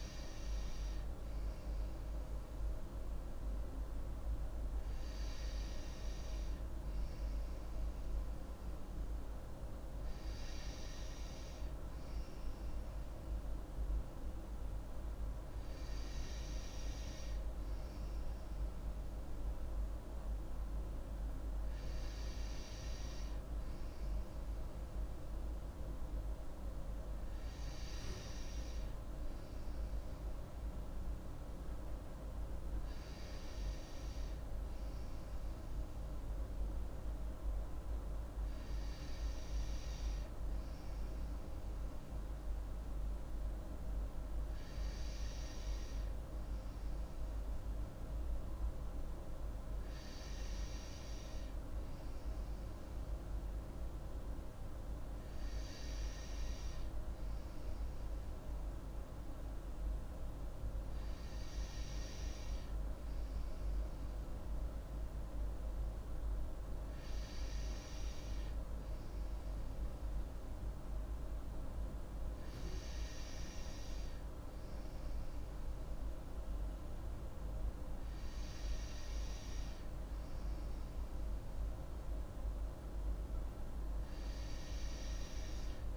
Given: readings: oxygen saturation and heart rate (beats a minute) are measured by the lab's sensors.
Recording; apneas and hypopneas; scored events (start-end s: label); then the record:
breathing in sleep, hard to hear, by a room microphone; none
none scored
From the record:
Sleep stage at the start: N2 (light sleep); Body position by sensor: on the right side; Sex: female